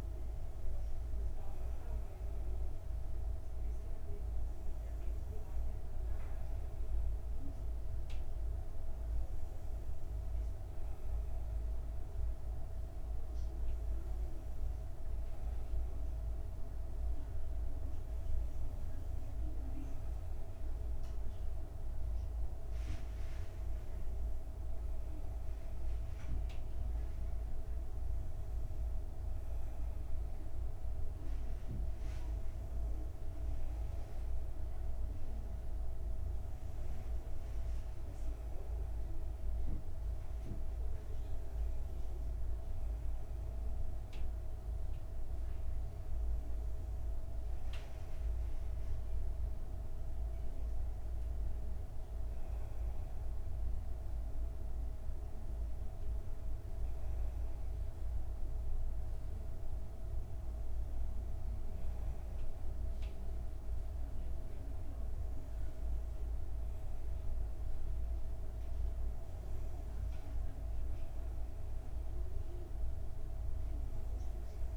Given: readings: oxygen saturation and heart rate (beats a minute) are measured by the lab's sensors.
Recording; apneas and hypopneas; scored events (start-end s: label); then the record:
breathing in sleep, hard to hear, by a room microphone; none
none scored
From the record:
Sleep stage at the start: N2 (light sleep); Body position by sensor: on the back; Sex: female